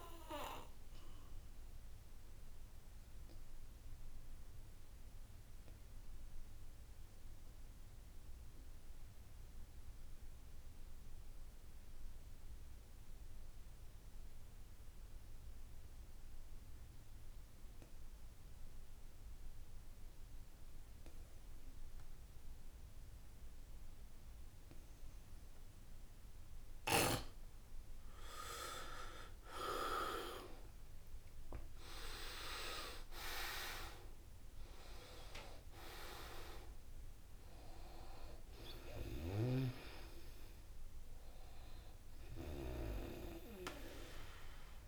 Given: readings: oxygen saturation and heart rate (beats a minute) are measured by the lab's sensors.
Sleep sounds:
breathing in sleep by a room microphone; 1
0.00-9.00 s: oxygen desaturation (device-marked, oxygen 78% lowest, heart rate 66 extreme)
2.00-28.00 s: obstructive apnea (oxygen 96% before, 75% lowest, heart rate 72 before, 66 extreme, up 28 after)
21.00-44.88 s: oxygen desaturation (device-marked, oxygen 94% before, 75% lowest, heart rate 69 before, 68 extreme)
29.00-31.00 s: long interval between heartbeats (device-marked, heart rate 71 before, 83 extreme)
30.50-34.50 s: arousal
33.00-35.00 s: long interval between heartbeats (device-marked, heart rate 75 before, 99 extreme)
From the record:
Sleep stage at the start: N2 (light sleep); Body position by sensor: on the back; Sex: male

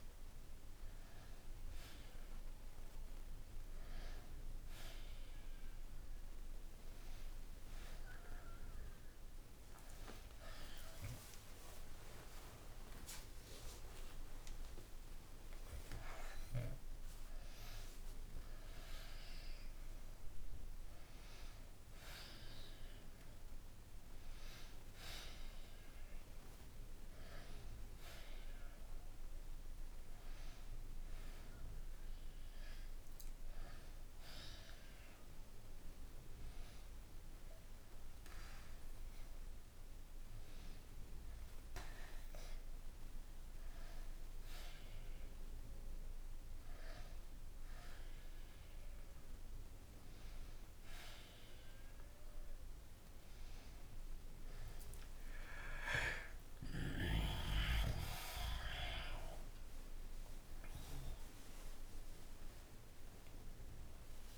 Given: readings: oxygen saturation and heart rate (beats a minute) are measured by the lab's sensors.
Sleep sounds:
a person awake in a sleep study, by a room microphone; none
none scored
From the record:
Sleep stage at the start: awake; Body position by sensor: on the back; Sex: male

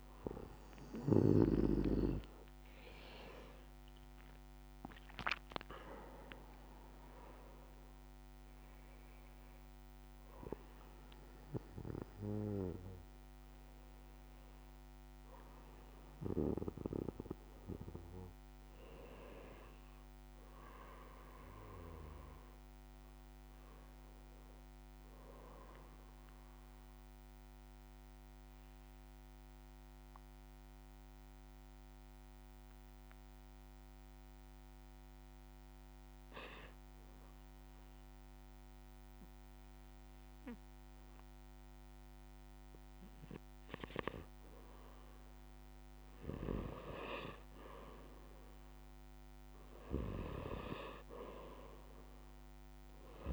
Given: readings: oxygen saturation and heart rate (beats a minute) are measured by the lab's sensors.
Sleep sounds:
breathing in sleep by a microphone on the trachea; 1
0.00-1.50 s: snoring (device-marked)
0.00-18.00 s: oxygen desaturation (device-marked, oxygen 82% lowest, heart rate 59 extreme)
27.00-46.50 s: hypopnea (oxygen 98% before, 91% lowest, heart rate 71 before, 63 extreme, up 5 after)
46.00-53.33 s: oxygen desaturation (device-marked, oxygen 98% before, 91% lowest, heart rate 65 before, 59 extreme)
48.50-51.50 s: arousal
From the record:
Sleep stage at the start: REM sleep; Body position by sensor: on the back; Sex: male

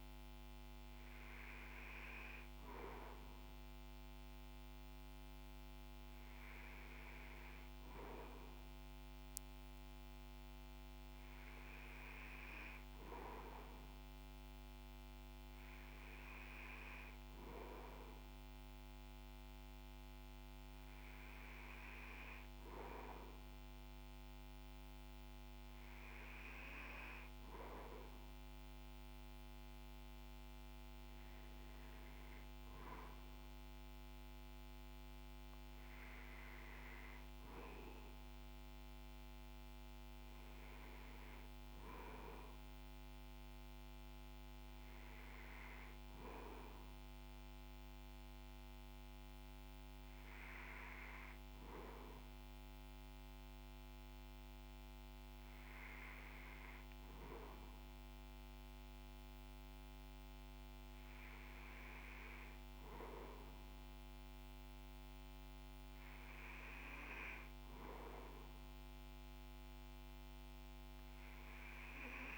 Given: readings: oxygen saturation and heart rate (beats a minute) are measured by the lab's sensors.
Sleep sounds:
breathing in sleep by a microphone on the trachea; none
none scored
From the record:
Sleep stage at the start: REM sleep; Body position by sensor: on the back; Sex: male

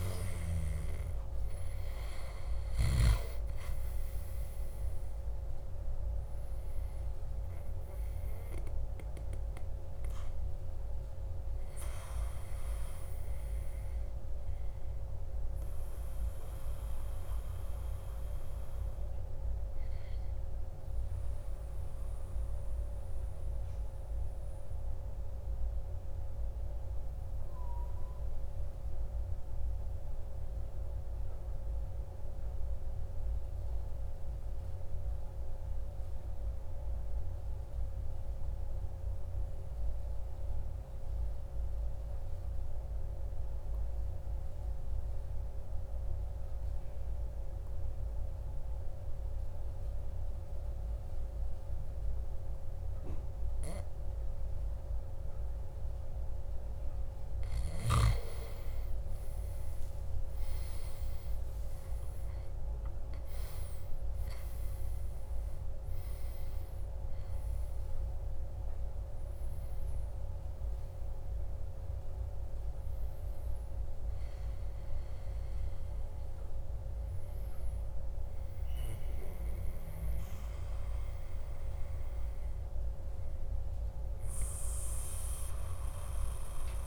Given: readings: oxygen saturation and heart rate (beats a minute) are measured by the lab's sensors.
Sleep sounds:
breathing in sleep, hard to hear, by a room microphone; 1
0.00-3.50 s: arousal
21.50-56.00 s: obstructive apnea (oxygen 98% before, 92% lowest, heart rate 56 before, 53 extreme, up 12 after)
52.50-63.50 s: oxygen desaturation (device-marked, oxygen 99% before, 95% lowest, heart rate 55 before, 54 extreme)
60.00-64.50 s: arousal
69.50-81.50 s: oxygen desaturation (device-marked, oxygen 96% before, 92% lowest, heart rate 60 before, 54 extreme)
From the record:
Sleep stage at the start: N2 (light sleep); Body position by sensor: on the back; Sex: male

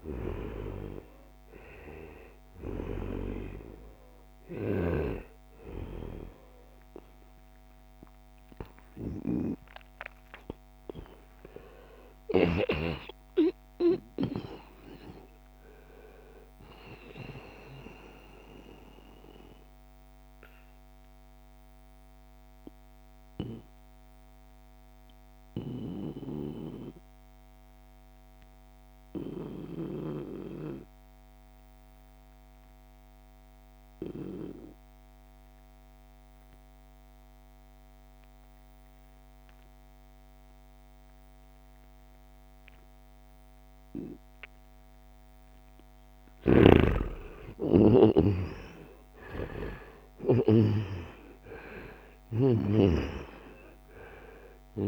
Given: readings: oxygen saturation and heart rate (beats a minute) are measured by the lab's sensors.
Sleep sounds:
breathing in sleep by a microphone on the trachea; 1
0.00-4.50 s: snoring (device-marked)
0.00-20.00 s: oxygen desaturation (device-marked, oxygen 88% lowest, heart rate 68 extreme)
12.00-16.50 s: arousal
19.00-45.00 s: obstructive apnea (oxygen 94% before, 90% lowest, heart rate 83 before, 66 extreme, up 7 after)
39.00-50.00 s: oxygen desaturation (device-marked, oxygen 95% before, 92% lowest, heart rate 75 before, 66 extreme)
45.50-50.00 s: snoring (device-marked)
49.00-54.88 s: arousal
From the record:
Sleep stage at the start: N2 (light sleep); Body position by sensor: on the right side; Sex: male

